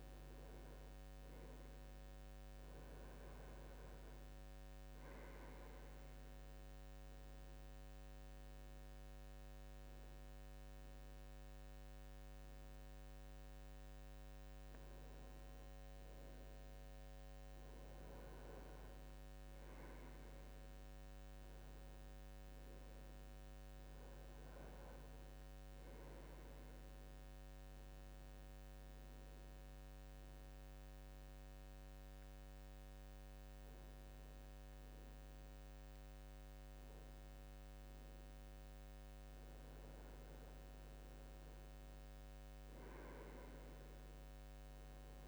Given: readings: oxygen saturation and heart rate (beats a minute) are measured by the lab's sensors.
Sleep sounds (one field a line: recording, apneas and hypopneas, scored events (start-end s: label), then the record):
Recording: breathing in sleep, hard to hear, by a microphone on the trachea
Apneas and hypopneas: none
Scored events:
none scored
From the record:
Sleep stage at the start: N2 (light sleep)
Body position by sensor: on the back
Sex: male